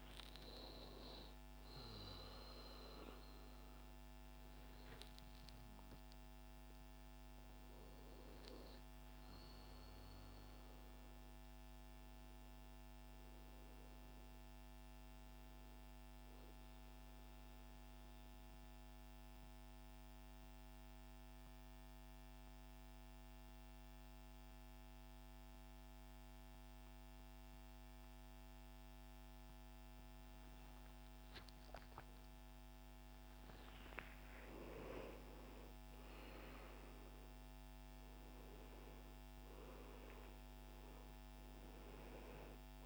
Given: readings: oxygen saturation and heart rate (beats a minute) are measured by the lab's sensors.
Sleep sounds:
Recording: breathing in sleep by a microphone on the trachea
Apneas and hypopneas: 1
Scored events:
0.00-8.50 s: oxygen desaturation (device-marked, oxygen 91% lowest)
17.00-31.50 s: central apnea (oxygen 98% before, 93% lowest)
33.00-39.00 s: arousal
From the record:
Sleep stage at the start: N2 (light sleep)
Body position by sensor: on the right side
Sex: male

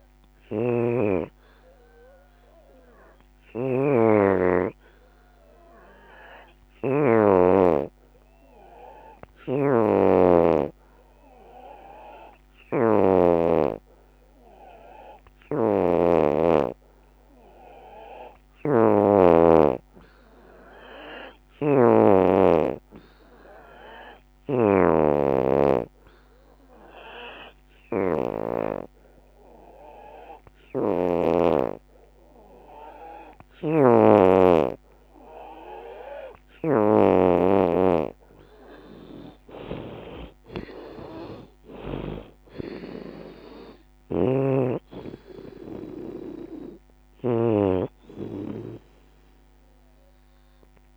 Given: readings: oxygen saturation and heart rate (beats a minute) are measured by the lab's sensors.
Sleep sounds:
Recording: breathing in sleep by a microphone on the trachea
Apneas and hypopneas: 1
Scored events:
0.00-6.50 s: oxygen desaturation (device-marked, oxygen 84% lowest, heart rate 63 extreme)
1.00-37.00 s: hypopnea (oxygen 91% before, 82% lowest, heart rate 82 before, 63 extreme, up 23 after)
12.50-50.97 s: oxygen desaturation (device-marked, oxygen 92% before, 82% lowest, heart rate 79 before, 63 extreme)
19.00-21.00 s: long interval between heartbeats (device-marked, heart rate 77 before, 75 extreme)
37.50-48.50 s: drop in pulse transit time (device-marked, heart rate 71 before, 76 extreme)
39.50-43.00 s: arousal
From the record:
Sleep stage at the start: N2 (light sleep)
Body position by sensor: on the back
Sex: female

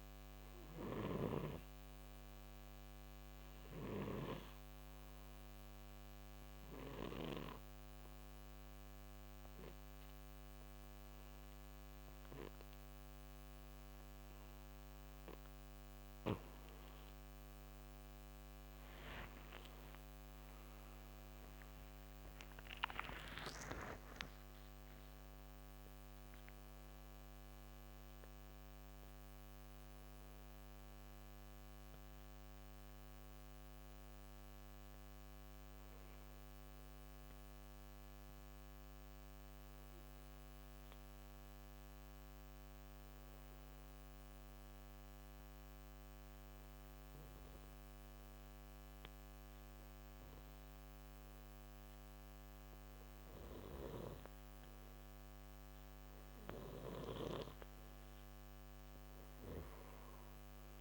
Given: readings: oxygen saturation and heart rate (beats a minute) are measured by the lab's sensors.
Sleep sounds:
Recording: breathing in sleep by a microphone on the trachea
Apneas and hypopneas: 2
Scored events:
0.00-12.50 s: oxygen desaturation (device-marked, oxygen 91% lowest, heart rate 57 extreme)
5.00-16.00 s: obstructive apnea (oxygen 97% before, 88% lowest, heart rate 65 before, 57 extreme, up 14 after)
19.00-25.00 s: arousal
20.50-39.50 s: oxygen desaturation (device-marked, oxygen 93% before, 88% lowest, heart rate 67 before, 57 extreme)
33.00-56.00 s: obstructive apnea (oxygen 93% before, 89% lowest, heart rate 71 before, 58 extreme, up 6 after)
56.50-60.81 s: oxygen desaturation (device-marked, oxygen 96% before, 90% lowest, heart rate 62 before, 63 extreme)
58.00-60.81 s: arousal
From the record:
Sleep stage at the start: N2 (light sleep)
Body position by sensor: on the right side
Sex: male

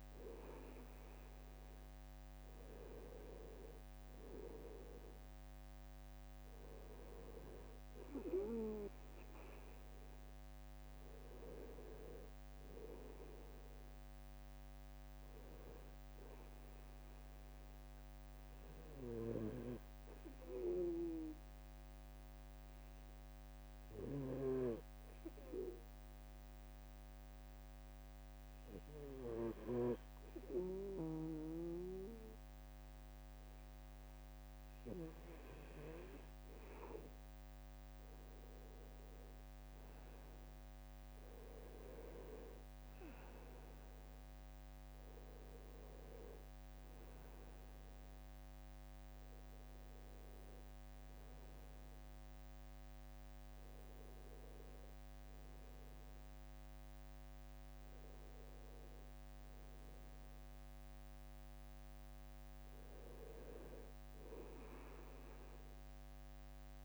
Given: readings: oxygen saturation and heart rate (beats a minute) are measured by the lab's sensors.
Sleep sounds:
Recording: breathing in sleep by a microphone on the trachea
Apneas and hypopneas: 1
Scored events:
19.50-35.50 s: obstructive apnea (oxygen 94% before, 90% lowest, heart rate 69 before, 66 extreme, up 8 after)
40.50-51.50 s: oxygen desaturation (device-marked, oxygen 94% before, 90% lowest, heart rate 68 before, 64 extreme)
41.50-54.50 s: drop in pulse transit time (device-marked, heart rate 68 before, 69 extreme)
49.00-54.50 s: arousal
From the record:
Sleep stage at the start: N2 (light sleep)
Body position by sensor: on the right side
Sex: male

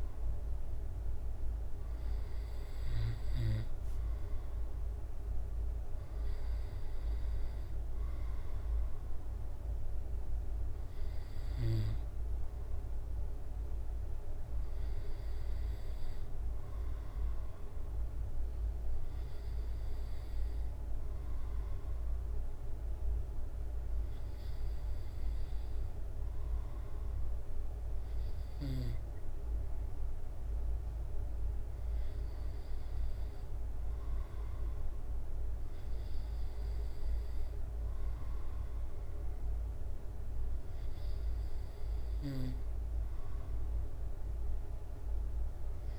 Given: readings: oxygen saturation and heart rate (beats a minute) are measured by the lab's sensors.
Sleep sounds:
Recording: breathing in sleep, hard to hear, by a room microphone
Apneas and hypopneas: none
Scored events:
0.00-2.00 s: drop in pulse transit time (device-marked, heart rate 70 extreme)
From the record:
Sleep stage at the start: N2 (light sleep)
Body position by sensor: on the back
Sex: male

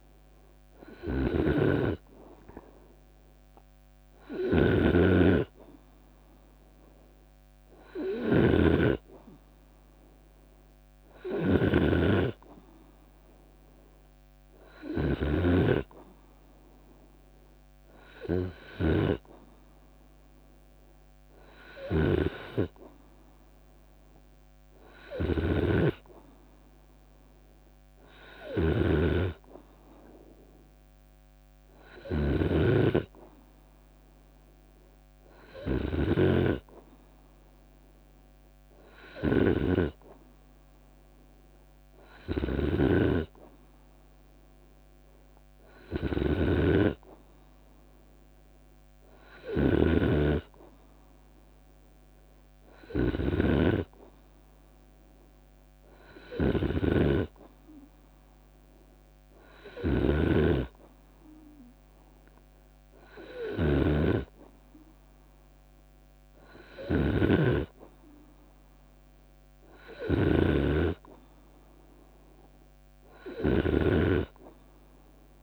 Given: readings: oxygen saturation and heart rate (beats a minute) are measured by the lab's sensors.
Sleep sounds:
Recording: breathing in sleep by a microphone on the trachea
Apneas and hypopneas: none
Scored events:
0.00-14.50 s: snoring (device-marked)
21.00-75.43 s: snoring (device-marked)
30.50-32.50 s: long interval between heartbeats (device-marked, heart rate 73 before, 66 extreme)
From the record:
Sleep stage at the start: N2 (light sleep)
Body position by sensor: on the right side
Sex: male

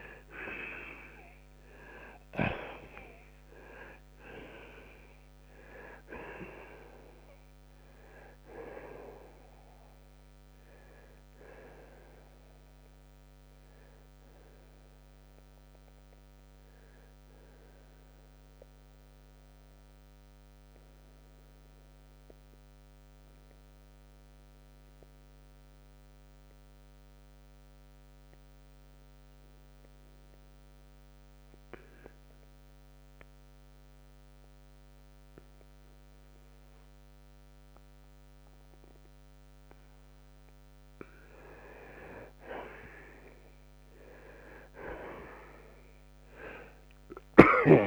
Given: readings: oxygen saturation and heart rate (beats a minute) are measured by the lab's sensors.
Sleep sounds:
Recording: breathing in sleep by a microphone on the trachea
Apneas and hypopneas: 1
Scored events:
0.00-3.00 s: arousal
0.00-4.50 s: oxygen desaturation (device-marked, oxygen 85% lowest)
19.00-40.50 s: mixed apnea (oxygen 92% before, 84% lowest)
25.50-42.50 s: oxygen desaturation (device-marked, oxygen 92% before, 85% lowest)
44.00-47.87 s: arousal
From the record:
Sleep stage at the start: N1 (lightest sleep)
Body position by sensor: on the right side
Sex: male

